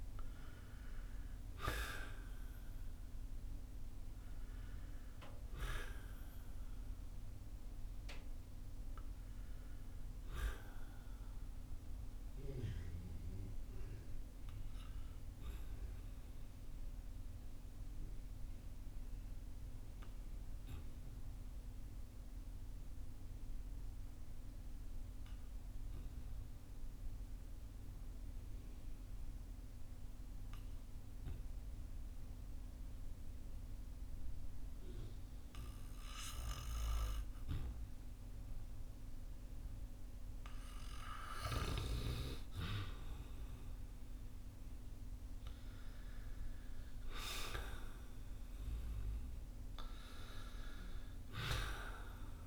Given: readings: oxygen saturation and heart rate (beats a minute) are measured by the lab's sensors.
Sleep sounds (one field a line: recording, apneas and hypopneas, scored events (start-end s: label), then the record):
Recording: breathing in sleep by a room microphone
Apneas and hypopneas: 1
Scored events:
0.00-31.50 s: oxygen desaturation (device-marked, oxygen 89% lowest, heart rate 47 extreme)
11.00-41.00 s: obstructive apnea (oxygen 97% before, 89% lowest, heart rate 56 before, 47 extreme, up 12 after)
43.00-48.00 s: arousal
From the record:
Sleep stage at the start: N2 (light sleep)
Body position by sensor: on the back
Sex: male